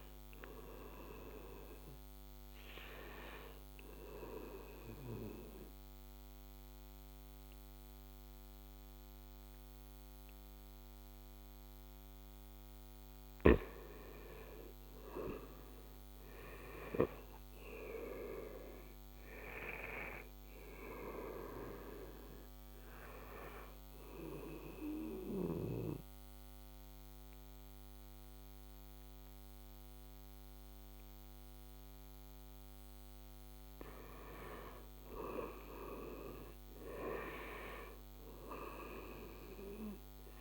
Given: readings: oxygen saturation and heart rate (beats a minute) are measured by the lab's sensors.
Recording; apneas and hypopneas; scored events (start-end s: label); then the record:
breathing in sleep by a microphone on the trachea; 2
3.00-13.00 s: obstructive apnea (oxygen 95% before, 87% lowest, heart rate 83 before, 78 extreme, up 5 after)
3.50-15.50 s: oxygen desaturation (device-marked, oxygen 95% before, 92% lowest, heart rate 83 before, 78 extreme)
15.50-19.50 s: arousal
20.50-36.50 s: oxygen desaturation (device-marked, oxygen 94% before, 87% lowest, heart rate 81 before, 75 extreme)
23.50-34.00 s: obstructive apnea (oxygen 95% before, 87% lowest, heart rate 82 before, 75 extreme, up 4 after)
36.00-39.00 s: arousal
From the record:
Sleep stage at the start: N2 (light sleep); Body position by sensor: on the right side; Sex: male